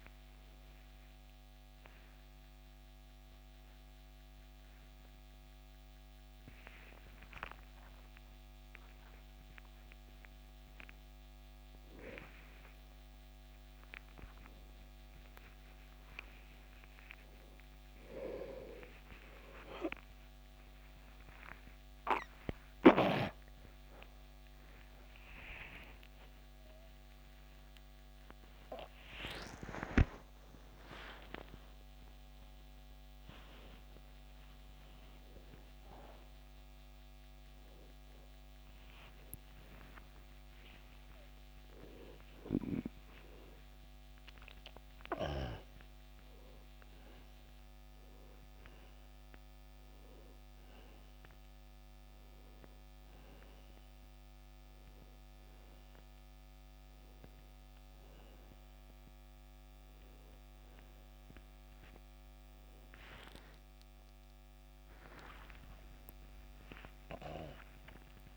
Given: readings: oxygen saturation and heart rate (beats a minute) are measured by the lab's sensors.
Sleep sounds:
a person awake in a sleep study, by a microphone on the trachea; none
0.00-1.00 s: oxygen desaturation (device-marked, oxygen 89% lowest, heart rate 67 extreme)
49.00-54.00 s: oxygen desaturation (device-marked, oxygen 96% before, 93% lowest, heart rate 84 before, 72 extreme)
62.00-68.37 s: oxygen desaturation (device-marked, oxygen 95% before, 91% lowest, heart rate 88 before, 66 extreme)
From the record:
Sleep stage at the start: awake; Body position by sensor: on the back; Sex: male

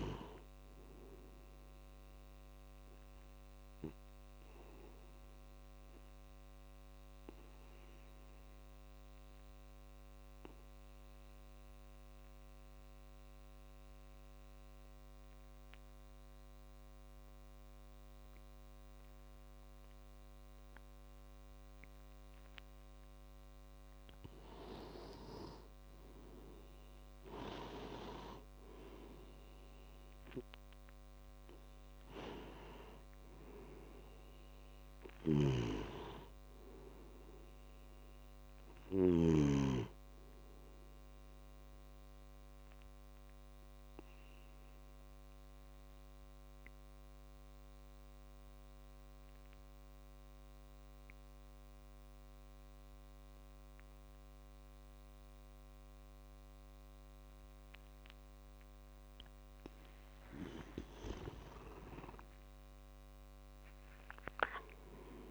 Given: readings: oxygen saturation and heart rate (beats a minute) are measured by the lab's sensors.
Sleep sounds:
breathing in sleep by a microphone on the trachea; 2
5.50-23.50 s: obstructive apnea (oxygen 98% before, 89% lowest)
24.00-52.00 s: oxygen desaturation (device-marked, oxygen 98% before, 89% lowest)
24.50-29.50 s: arousal
35.00-39.50 s: snoring (device-marked)
42.50-58.50 s: obstructive apnea (oxygen 98% before, 89% lowest)
59.50-64.00 s: arousal
From the record:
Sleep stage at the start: N2 (light sleep); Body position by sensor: on the back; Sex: male

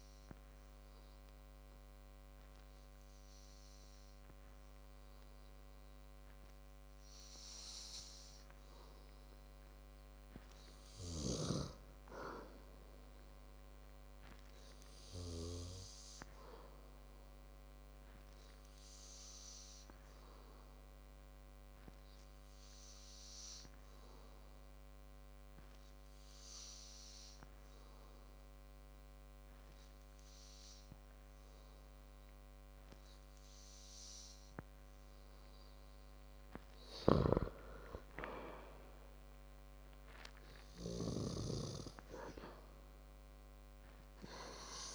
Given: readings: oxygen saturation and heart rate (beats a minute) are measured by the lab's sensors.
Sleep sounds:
breathing in sleep by a microphone on the trachea; 1
13.00-27.50 s: hypopnea (oxygen 98% before, 94% lowest, heart rate 55 before, 55 extreme, up 0 after)
32.50-36.50 s: arousal
From the record:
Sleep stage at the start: N2 (light sleep); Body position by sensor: on the back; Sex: male

